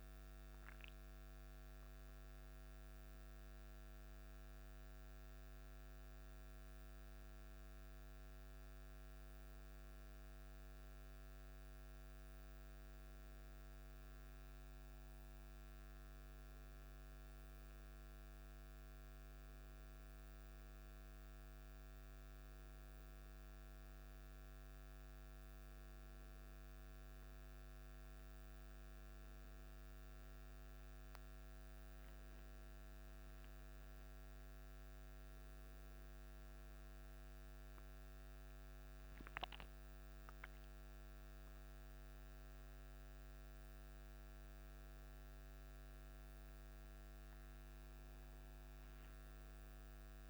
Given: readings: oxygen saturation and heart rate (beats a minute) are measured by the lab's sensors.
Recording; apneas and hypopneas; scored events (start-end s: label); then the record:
breathing in sleep, hard to hear, by a microphone on the trachea; none
0.00-1.00 s: arousal
37.50-41.00 s: arousal
From the record:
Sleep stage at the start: N1 (lightest sleep); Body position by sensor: on the back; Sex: male